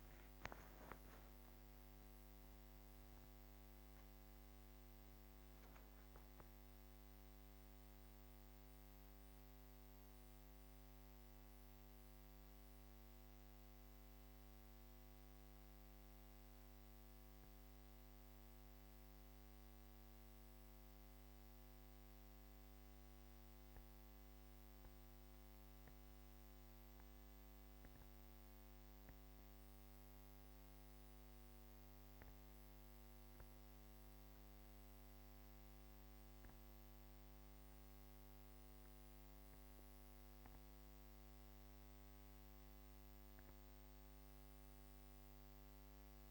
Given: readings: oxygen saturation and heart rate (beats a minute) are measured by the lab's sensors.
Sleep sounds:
breathing in sleep, hard to hear, by a microphone on the trachea; 1
0.50-6.00 s: arousal
17.50-46.31 s: new sleep stage, N2 (light sleep)
21.00-34.50 s: hypopnea (oxygen 97% before, 94% lowest, heart rate 54 before, 29 extreme, up 0 after)
36.50-46.31 s: oxygen desaturation (device-marked, oxygen 97% before, 94% lowest, heart rate 58 before, 25 extreme)
37.00-41.00 s: arousal
From the record:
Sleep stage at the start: N1 (lightest sleep); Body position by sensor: on the back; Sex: female

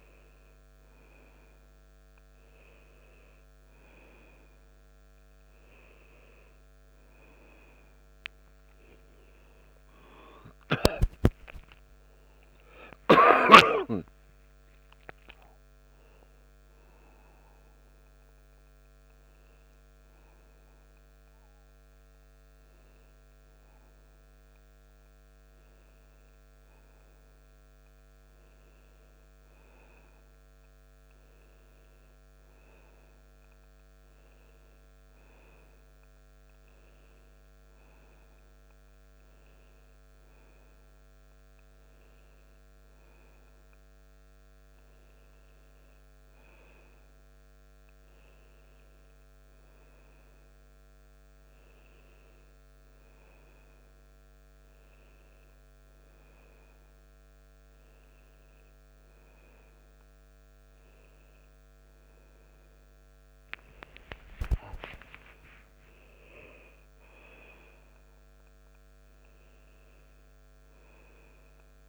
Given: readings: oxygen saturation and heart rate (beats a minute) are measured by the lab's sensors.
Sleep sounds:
a person awake in a sleep study, by a microphone on the trachea; none
none scored
From the record:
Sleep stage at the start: awake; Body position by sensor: on the back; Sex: male

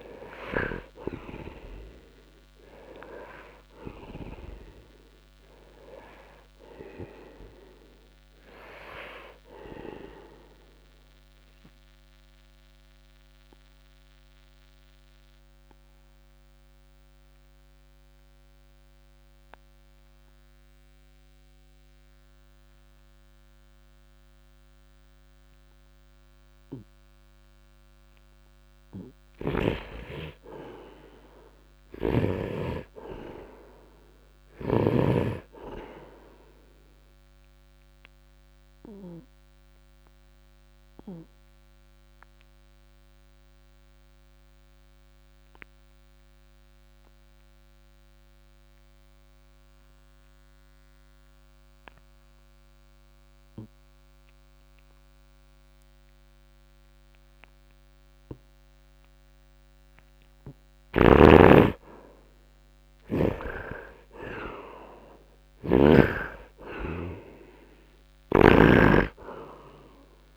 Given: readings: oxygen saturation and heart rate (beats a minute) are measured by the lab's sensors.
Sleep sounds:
breathing in sleep by a microphone on the trachea; 2
0.00-25.00 s: oxygen desaturation (device-marked, oxygen 83% lowest, heart rate 61 extreme)
10.50-29.00 s: obstructive apnea (oxygen 100% before, 83% lowest, heart rate 61 before, 64 extreme, up 0 after)
31.00-35.00 s: arousal
38.50-60.00 s: obstructive apnea (oxygen 100% before, 81% lowest, heart rate 67 before, 56 extreme)
39.00-51.00 s: oxygen desaturation (device-marked, oxygen 99% before, 92% lowest, heart rate 66 before, 56 extreme)
59.00-70.37 s: oxygen desaturation (device-marked, oxygen 99% before, 84% lowest, heart rate 67 before, 55 extreme)
61.00-66.00 s: snoring (device-marked)
61.50-64.50 s: arousal
69.00-70.37 s: new sleep stage, N3 (deep sleep)
From the record:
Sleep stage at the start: N2 (light sleep); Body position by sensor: on the right side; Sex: male

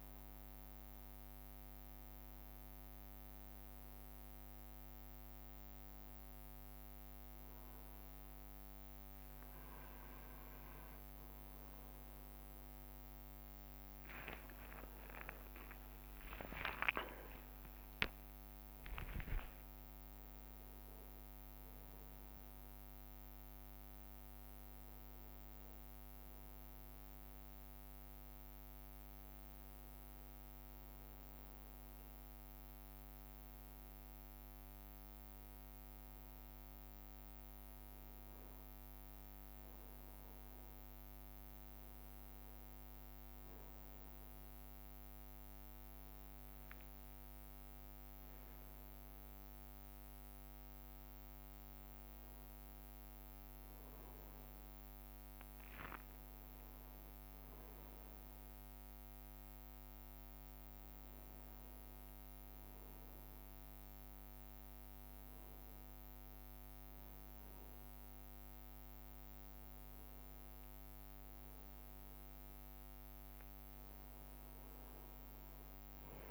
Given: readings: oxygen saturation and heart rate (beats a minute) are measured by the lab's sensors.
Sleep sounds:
a person awake in a sleep study, hard to hear, by a microphone on the trachea; none
0.00-9.00 s: leg movement (device-marked)
13.50-21.00 s: leg movement (device-marked)
13.50-29.50 s: tachycardia (device-marked, heart rate 75 before, 144 extreme)
15.00-17.00 s: long interval between heartbeats (device-marked, heart rate 68 before, 78 extreme)
17.50-19.50 s: long interval between heartbeats (device-marked, heart rate 71 before, 126 extreme)
17.50-76.31 s: new sleep stage, awake
19.50-29.50 s: drop in pulse transit time (device-marked, heart rate 77 before, 127 extreme)
20.00-22.00 s: long interval between heartbeats (device-marked, heart rate 77 before, 140 extreme)
22.00-28.00 s: leg movement (device-marked)
23.50-25.50 s: long interval between heartbeats (device-marked, heart rate 91 before, 144 extreme)
29.00-36.50 s: leg movement (device-marked)
29.50-76.31 s: bradycardia (device-marked)
37.00-45.00 s: leg movement (device-marked)
48.50-57.00 s: leg movement (device-marked)
60.50-69.50 s: leg movement (device-marked)
69.50-76.31 s: leg movement (device-marked)
From the record:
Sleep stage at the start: N2 (light sleep); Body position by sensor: on the back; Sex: male

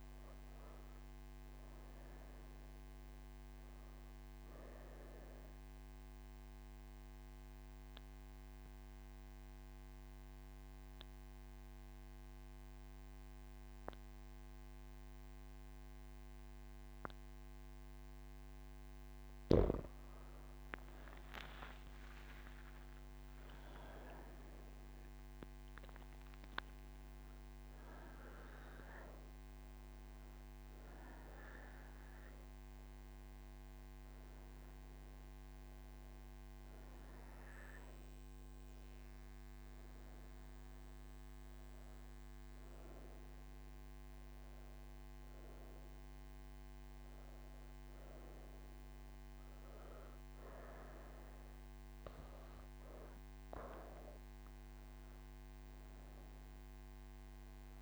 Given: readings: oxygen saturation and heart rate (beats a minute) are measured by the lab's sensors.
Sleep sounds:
breathing in sleep, hard to hear, by a microphone on the trachea; 1
5.00-18.50 s: obstructive apnea (oxygen 99% before, 92% lowest)
23.00-37.00 s: oxygen desaturation (device-marked, oxygen 99% before, 95% lowest)
From the record:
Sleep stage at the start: N2 (light sleep); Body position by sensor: on the right side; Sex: female

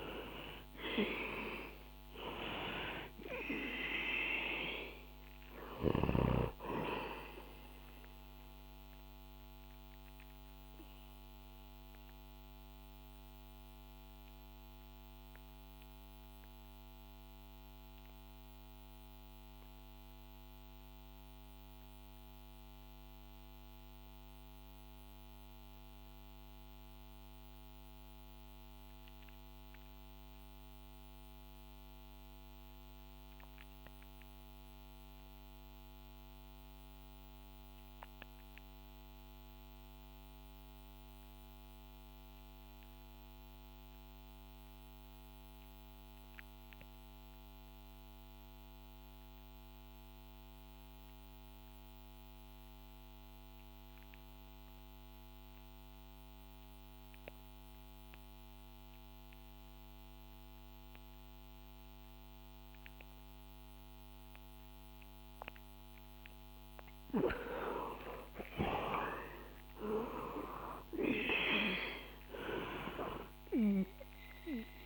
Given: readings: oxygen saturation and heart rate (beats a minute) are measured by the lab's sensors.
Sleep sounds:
breathing in sleep by a microphone on the trachea; 1
0.00-1.50 s: arousal
0.00-28.50 s: oxygen desaturation (device-marked, oxygen 85% lowest, heart rate 55 extreme)
9.50-66.00 s: mixed apnea (oxygen 96% before, 79% lowest, heart rate 66 before, 55 extreme, up 20 after)
47.50-74.86 s: oxygen desaturation (device-marked, oxygen 97% before, 86% lowest, heart rate 62 before, 58 extreme)
67.50-72.50 s: arousal
From the record:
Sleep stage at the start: REM sleep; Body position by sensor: on the back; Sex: male

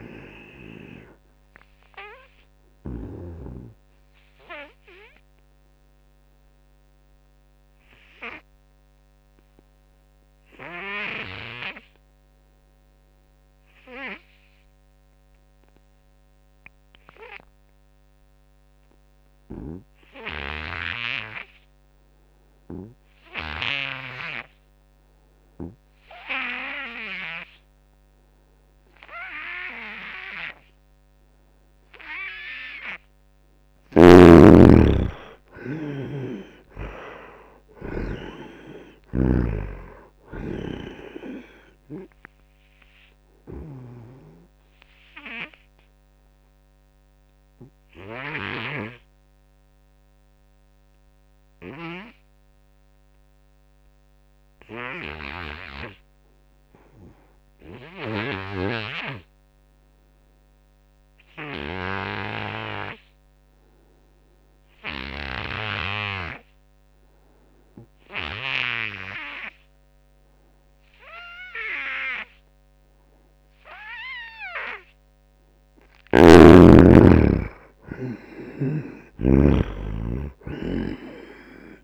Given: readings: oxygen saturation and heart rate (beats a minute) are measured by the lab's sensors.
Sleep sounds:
breathing in sleep by a microphone on the trachea; 2
0.00-3.00 s: snoring (device-marked)
0.00-17.00 s: oxygen desaturation (device-marked, oxygen 74% lowest, heart rate 67 extreme)
4.50-32.50 s: obstructive apnea (oxygen 98% before, 74% lowest, heart rate 80 before, 67 extreme, up 19 after)
32.00-54.00 s: oxygen desaturation (device-marked, oxygen 96% before, 74% lowest, heart rate 81 before, 68 extreme)
33.50-38.00 s: snoring (device-marked)
34.00-37.50 s: arousal
42.50-75.00 s: obstructive apnea (oxygen 98% before, 74% lowest, heart rate 76 before, 68 extreme, up 10 after)
70.00-81.84 s: oxygen desaturation (device-marked, oxygen 96% before, 75% lowest, heart rate 84 before, 66 extreme)
76.50-79.50 s: arousal
78.00-81.84 s: snoring (device-marked)
From the record:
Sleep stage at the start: N2 (light sleep); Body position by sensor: on the front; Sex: male

